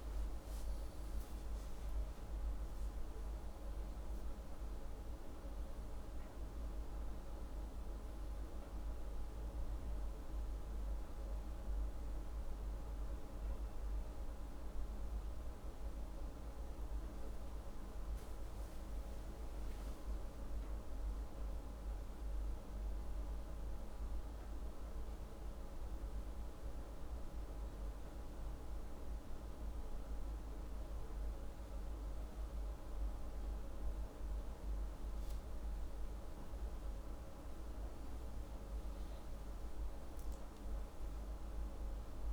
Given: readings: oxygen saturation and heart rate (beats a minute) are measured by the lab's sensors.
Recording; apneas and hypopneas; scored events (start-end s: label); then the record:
a person partly awake in a sleep study, hard to hear, by a room microphone; none
0.00-1.00 s: oxygen desaturation (device-marked, oxygen 94% lowest, heart rate 80 extreme)
0.00-4.50 s: arousal
23.00-42.33 s: new sleep stage, awake
From the record:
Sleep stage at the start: N1 (lightest sleep); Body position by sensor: upright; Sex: male